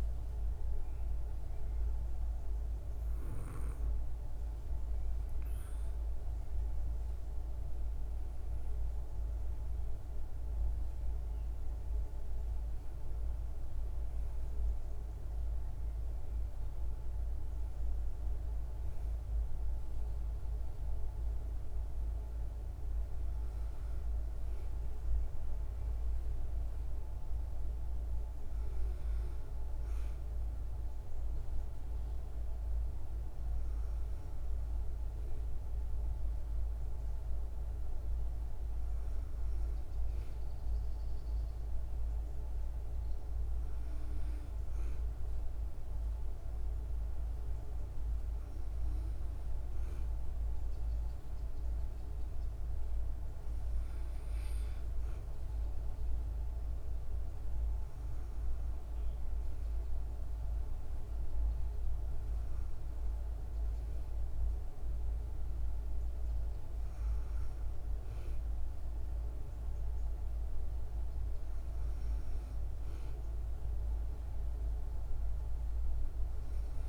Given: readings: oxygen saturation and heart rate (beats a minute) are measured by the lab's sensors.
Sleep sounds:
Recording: breathing in sleep, hard to hear, by a room microphone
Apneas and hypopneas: none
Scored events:
28.00-76.89 s: new sleep stage, N2 (light sleep)
From the record:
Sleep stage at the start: N1 (lightest sleep)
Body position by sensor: on the back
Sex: female

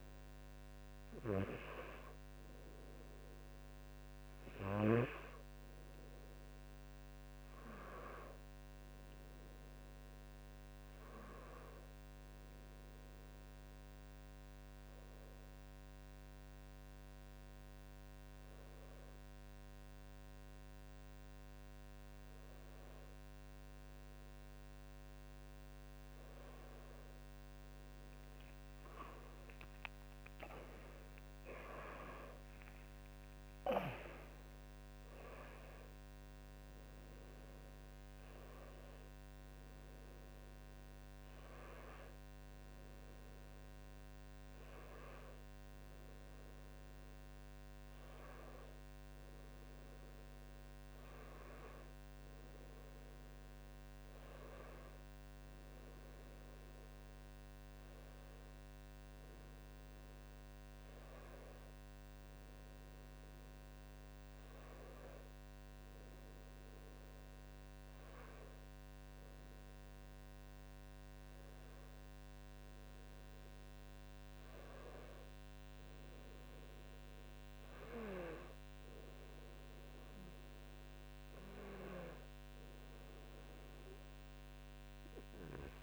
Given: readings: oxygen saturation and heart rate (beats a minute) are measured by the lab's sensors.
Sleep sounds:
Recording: breathing in sleep by a microphone on the trachea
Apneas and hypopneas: 1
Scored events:
13.00-26.00 s: hypopnea (oxygen 98% before, 96% lowest, heart rate 75 before, 73 extreme, up 22 after)
30.00-34.00 s: arousal
From the record:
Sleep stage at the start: N2 (light sleep)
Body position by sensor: on the back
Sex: male

